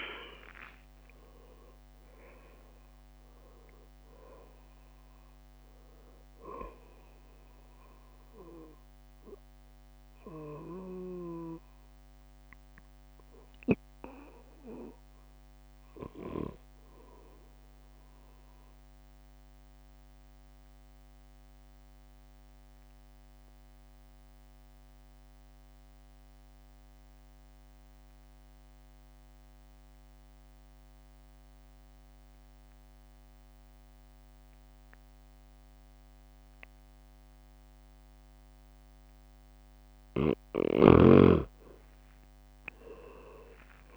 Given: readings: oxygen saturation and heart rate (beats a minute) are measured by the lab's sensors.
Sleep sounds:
breathing in sleep by a microphone on the trachea; 1
0.00-1.00 s: leg movement (device-marked)
0.00-10.50 s: drop in pulse transit time (device-marked, heart rate 65 extreme)
0.00-12.50 s: oxygen desaturation (device-marked, oxygen 94% lowest, heart rate 58 extreme)
9.50-10.50 s: leg movement (device-marked)
14.50-24.50 s: oxygen desaturation (device-marked, oxygen 96% before, 92% lowest, heart rate 69 before, 58 extreme)
19.00-38.50 s: obstructive apnea (oxygen 99% before, 90% lowest, heart rate 69 before, 58 extreme, up 12 after)
40.50-43.97 s: oxygen desaturation (device-marked, oxygen 100% before, 90% lowest, heart rate 62 before, 61 extreme)
42.00-43.97 s: arousal
From the record:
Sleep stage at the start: N2 (light sleep); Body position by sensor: on the back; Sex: male

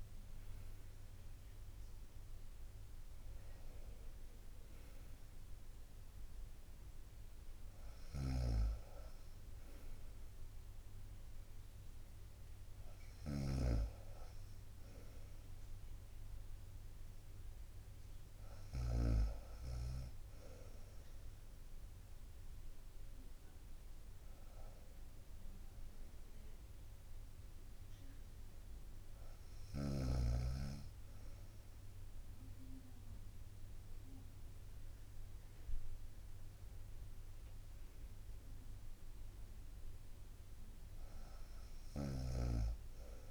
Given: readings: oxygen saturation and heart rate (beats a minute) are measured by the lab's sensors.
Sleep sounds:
breathing in sleep by a room microphone; none
0.00-9.50 s: oxygen desaturation (device-marked, oxygen 86% lowest, heart rate 59 extreme)
8.00-19.00 s: snoring (device-marked)
14.50-43.31 s: new sleep stage, N2 (light sleep)
42.00-43.31 s: snoring (device-marked)
From the record:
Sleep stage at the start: N1 (lightest sleep); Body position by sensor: on the right side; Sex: female

